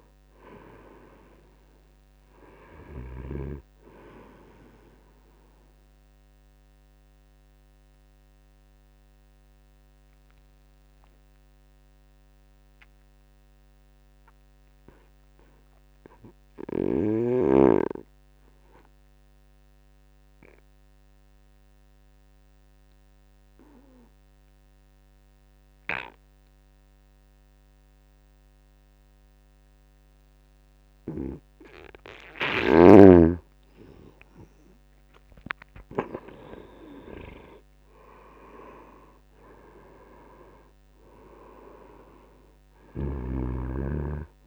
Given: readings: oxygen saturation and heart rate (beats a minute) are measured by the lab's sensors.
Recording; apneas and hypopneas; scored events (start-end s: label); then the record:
breathing in sleep by a microphone on the trachea; 1
0.00-16.00 s: oxygen desaturation (device-marked, oxygen 88% lowest, heart rate 73 extreme)
6.00-30.50 s: obstructive apnea (oxygen 98% before, 85% lowest, heart rate 79 before, 73 extreme, up 0 after)
29.00-44.47 s: oxygen desaturation (device-marked, oxygen 98% before, 85% lowest, heart rate 80 before, 73 extreme)
32.00-37.00 s: arousal
From the record:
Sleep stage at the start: N2 (light sleep); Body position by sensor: on the back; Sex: male